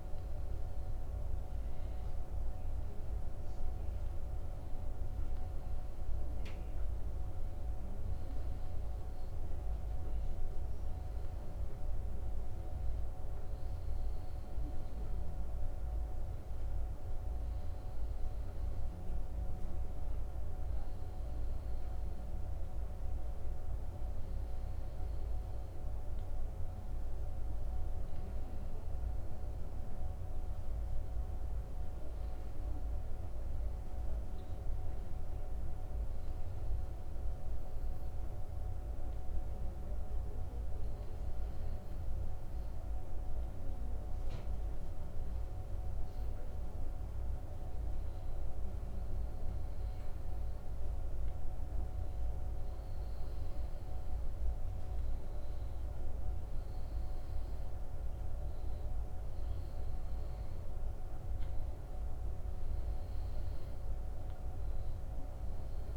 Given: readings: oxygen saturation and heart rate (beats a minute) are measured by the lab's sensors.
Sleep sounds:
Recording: breathing in sleep, hard to hear, by a room microphone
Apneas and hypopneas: none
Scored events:
none scored
From the record:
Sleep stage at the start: N2 (light sleep)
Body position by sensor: on the back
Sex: male

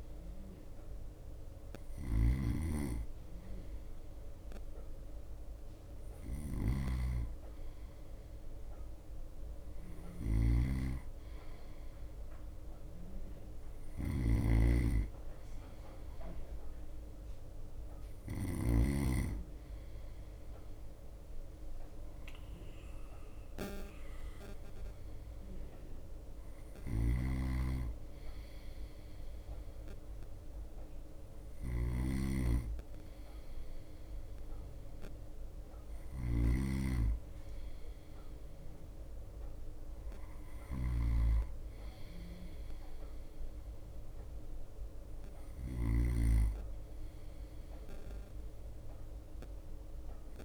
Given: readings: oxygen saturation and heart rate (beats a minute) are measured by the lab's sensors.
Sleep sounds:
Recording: breathing in sleep by a room microphone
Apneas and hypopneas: none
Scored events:
0.00-19.00 s: snoring (device-marked)
0.00-22.00 s: bradycardia (device-marked, heart rate 54 extreme)
8.00-20.00 s: drop in pulse transit time (device-marked, heart rate 57 before, 54 extreme)
25.00-50.45 s: bradycardia (device-marked, heart rate 58 before, 54 extreme)
27.00-46.50 s: snoring (device-marked)
From the record:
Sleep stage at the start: N2 (light sleep)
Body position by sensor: on the right side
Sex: male

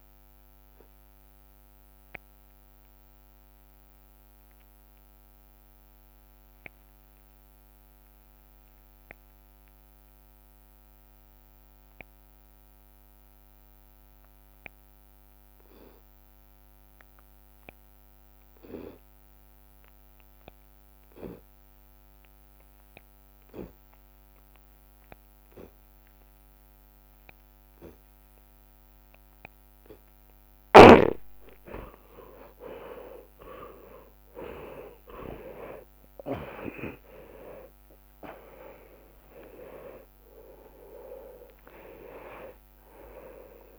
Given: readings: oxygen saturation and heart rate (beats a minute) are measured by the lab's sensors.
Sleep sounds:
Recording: breathing in sleep by a microphone on the trachea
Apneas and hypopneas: 1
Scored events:
0.50-30.50 s: obstructive apnea (oxygen 94% before, 85% lowest)
1.00-3.00 s: long interval between heartbeats (device-marked, heart rate 57 before, 35 extreme)
2.00-3.00 s: drop in pulse transit time (device-marked, heart rate 55 before, 35 extreme)
7.50-9.50 s: long interval between heartbeats (device-marked, heart rate 46 before, 44 extreme)
8.00 s: drop in pulse transit time (device-marked)
12.00 s: drop in pulse transit time (device-marked)
13.00-15.00 s: long interval between heartbeats (device-marked, heart rate 39 before, 45 extreme)
16.00-18.00 s: drop in pulse transit time (device-marked, heart rate 40 before, 62 extreme)
16.00-18.00 s: long interval between heartbeats (device-marked, heart rate 40 before, 62 extreme)
20.00 s: drop in pulse transit time (device-marked)
20.00-22.00 s: long interval between heartbeats (device-marked, heart rate 48 before, 92 extreme)
21.00-36.00 s: tachycardia (device-marked, heart rate 46 before, 147 extreme)
22.00-24.00 s: long interval between heartbeats (device-marked, heart rate 53 before, 95 extreme)
24.00-30.00 s: drop in pulse transit time (device-marked, heart rate 59 before, 109 extreme)
28.50-30.50 s: long interval between heartbeats (device-marked, heart rate 76 before, 122 extreme)
31.00-33.00 s: long interval between heartbeats (device-marked, heart rate 88 before, 134 extreme)
32.50-37.50 s: arousal
33.00-34.00 s: drop in pulse transit time (device-marked, heart rate 96 before, 147 extreme)
33.50-35.50 s: long interval between heartbeats (device-marked, heart rate 96 before, 147 extreme)
42.00 s: drop in pulse transit time (device-marked)
From the record:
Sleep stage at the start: N2 (light sleep)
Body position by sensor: on the left side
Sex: male

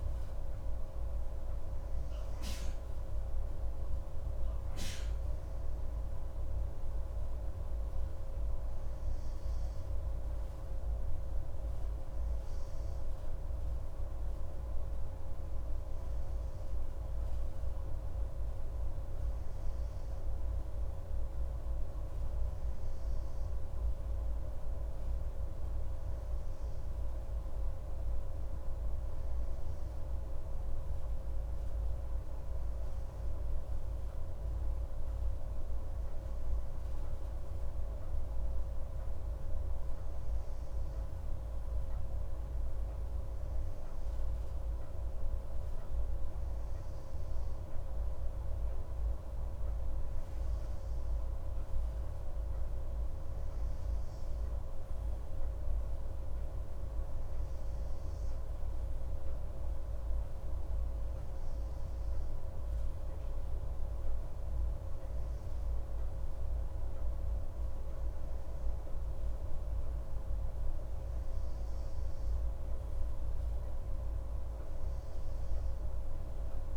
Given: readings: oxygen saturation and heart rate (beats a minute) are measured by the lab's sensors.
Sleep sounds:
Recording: breathing in sleep, hard to hear, by a room microphone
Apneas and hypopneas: none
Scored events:
none scored
From the record:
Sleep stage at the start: N2 (light sleep)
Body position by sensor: on the right side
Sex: male

